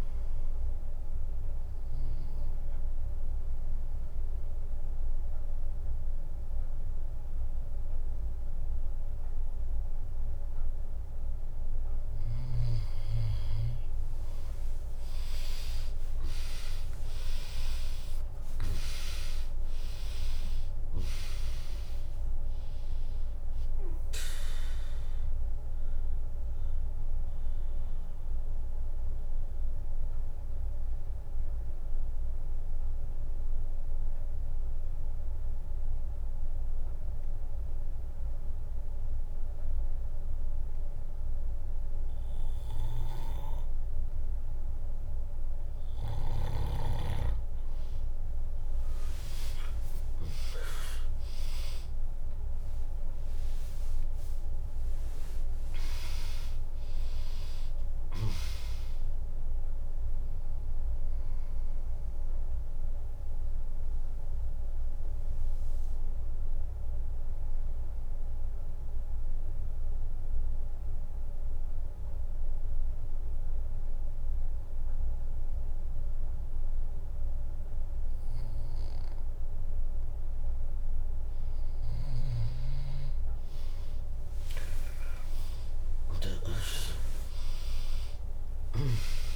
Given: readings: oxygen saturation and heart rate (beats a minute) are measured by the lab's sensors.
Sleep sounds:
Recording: breathing in sleep by a room microphone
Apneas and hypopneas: 3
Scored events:
2.50-12.50 s: obstructive apnea (oxygen 100% before, 95% lowest, heart rate 75 before, 60 extreme, up 1 after)
15.00-19.00 s: arousal
20.00-39.00 s: drop in pulse transit time (device-marked, heart rate 62 before, 63 extreme)
24.00-39.00 s: oxygen desaturation (device-marked, oxygen 98% before, 95% lowest, heart rate 63 before, 59 extreme)
26.50-45.00 s: obstructive apnea (oxygen 100% before, 95% lowest, heart rate 65 before, 59 extreme, up 2 after)
40.00-42.00 s: bradycardia (device-marked, heart rate 76 before, 66 extreme)
46.00-48.00 s: bradycardia (device-marked, heart rate 76 before, 60 extreme)
48.50-53.50 s: arousal
51.00-75.00 s: oxygen desaturation (device-marked, oxygen 100% before, 95% lowest, heart rate 71 before, 59 extreme)
52.00-63.00 s: drop in pulse transit time (device-marked, heart rate 70 before, 61 extreme)
62.50-79.50 s: obstructive apnea (oxygen 100% before, 95% lowest, heart rate 69 before, 59 extreme)
84.00-89.00 s: arousal
88.00-89.36 s: drop in pulse transit time (device-marked, heart rate 62 before, 65 extreme)
From the record:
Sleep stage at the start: N2 (light sleep)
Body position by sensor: on the back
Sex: female

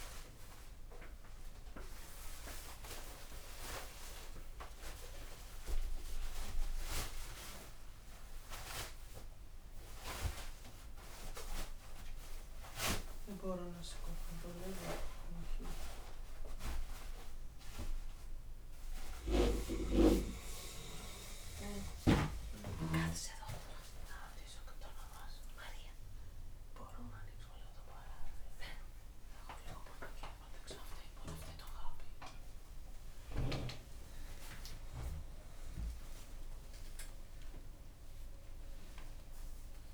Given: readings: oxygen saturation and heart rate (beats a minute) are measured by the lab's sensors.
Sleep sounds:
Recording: a person awake in a sleep study, by a room microphone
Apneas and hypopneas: none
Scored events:
34.00-36.00 s: long interval between heartbeats (device-marked, heart rate 75 before, 92 extreme)
37.00-39.00 s: long interval between heartbeats (device-marked, heart rate 80 before, 157 extreme)
From the record:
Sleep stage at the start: awake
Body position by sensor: upright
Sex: female

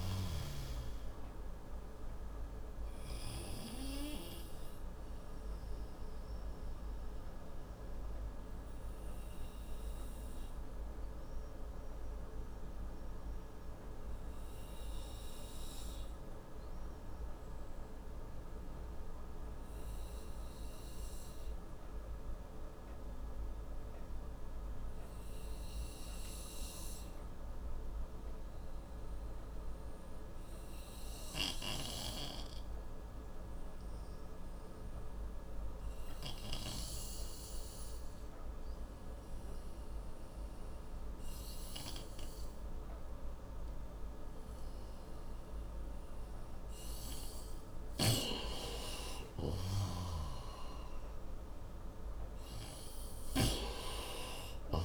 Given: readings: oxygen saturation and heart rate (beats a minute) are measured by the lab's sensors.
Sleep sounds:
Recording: breathing in sleep by a room microphone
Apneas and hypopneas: 1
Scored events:
7.00-29.50 s: obstructive apnea (oxygen 97% before, 88% lowest, heart rate 122 before, 66 extreme, up 23 after)
10.50-26.50 s: oxygen desaturation (device-marked, oxygen 94% before, 88% lowest, heart rate 121 before, 66 extreme)
32.50-37.50 s: arousal
47.50-53.00 s: snoring (device-marked)
47.50-54.85 s: oxygen desaturation (device-marked, oxygen 96% before, 90% lowest, heart rate 90 before, 59 extreme)
From the record:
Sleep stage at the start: N2 (light sleep)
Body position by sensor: on the right side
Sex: male

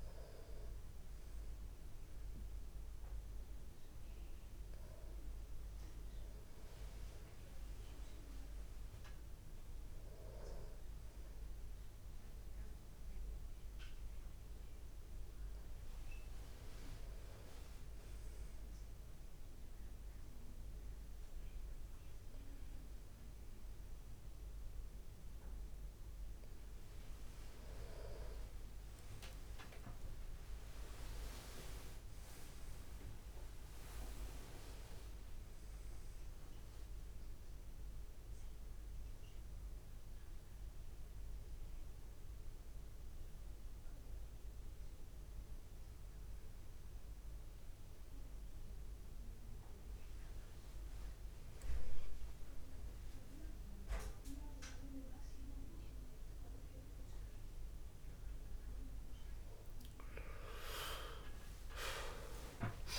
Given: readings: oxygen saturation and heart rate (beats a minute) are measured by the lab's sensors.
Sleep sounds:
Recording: breathing in sleep by a room microphone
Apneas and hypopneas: 2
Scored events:
19.00-29.00 s: obstructive apnea (oxygen 96% before, 93% lowest, heart rate 69 before, 45 extreme, up 19 after)
31.50-35.50 s: arousal
41.50-52.00 s: obstructive apnea (oxygen 95% before, 93% lowest)
44.50-62.99 s: new sleep stage, N1 (lightest sleep)
61.00-62.99 s: arousal
From the record:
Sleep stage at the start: N2 (light sleep)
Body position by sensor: on the back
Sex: male

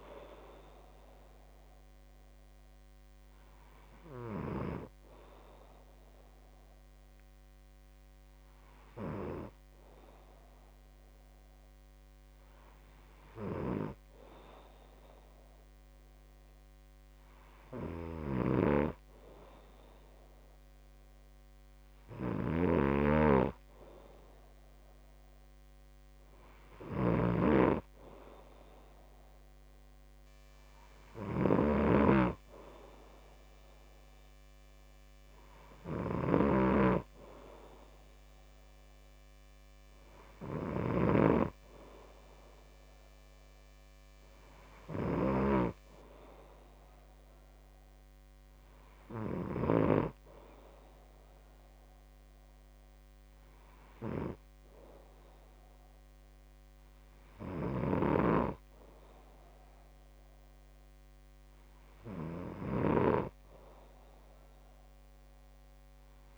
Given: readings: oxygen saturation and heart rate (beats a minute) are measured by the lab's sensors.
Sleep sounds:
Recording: breathing in sleep by a microphone on the trachea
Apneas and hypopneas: none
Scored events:
27.50-32.50 s: snoring (device-marked)
From the record:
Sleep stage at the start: N2 (light sleep)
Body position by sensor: on the back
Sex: male

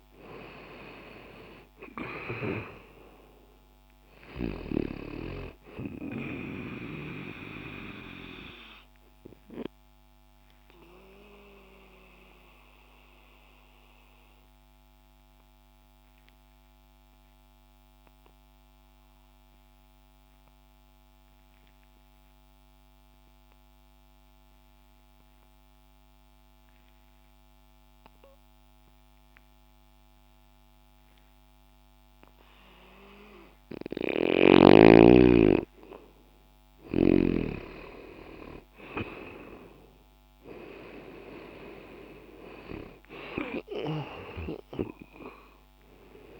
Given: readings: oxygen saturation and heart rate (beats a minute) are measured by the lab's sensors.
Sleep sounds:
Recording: breathing in sleep by a microphone on the trachea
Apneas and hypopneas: 1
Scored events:
0.00-10.50 s: oxygen desaturation (device-marked, oxygen 92% lowest, heart rate 60 extreme)
7.50-33.50 s: obstructive apnea (oxygen 97% before, 86% lowest, heart rate 60 before, 60 extreme, up 0 after)
19.50-30.50 s: oxygen desaturation (device-marked, oxygen 93% before, 86% lowest, heart rate 60 before, 60 extreme)
34.00-37.50 s: snoring (device-marked)
36.50-41.00 s: arousal
From the record:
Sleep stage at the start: N2 (light sleep)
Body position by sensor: on the left side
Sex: male

